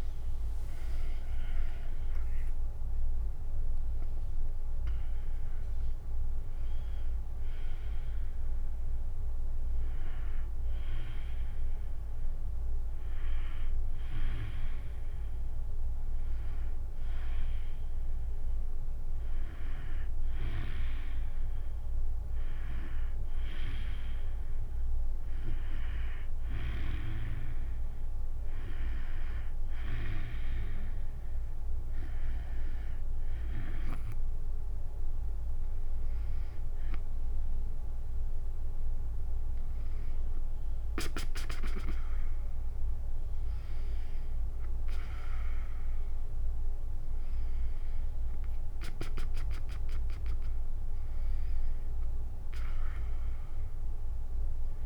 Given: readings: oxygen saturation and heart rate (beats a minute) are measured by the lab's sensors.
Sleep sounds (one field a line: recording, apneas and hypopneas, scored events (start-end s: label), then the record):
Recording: breathing in sleep by a room microphone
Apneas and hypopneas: none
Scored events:
0.00-6.00 s: tachycardia (device-marked, heart rate 144 extreme)
1.00-13.00 s: drop in pulse transit time (device-marked, heart rate 100 before, 85 extreme)
30.00-37.00 s: tachycardia (device-marked, heart rate 92 before, 127 extreme)
37.00-48.00 s: drop in pulse transit time (device-marked, heart rate 93 before, 80 extreme)
44.00-54.86 s: tachycardia (device-marked, heart rate 92 before, 152 extreme)
From the record:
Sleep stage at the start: N2 (light sleep)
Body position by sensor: on the back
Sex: female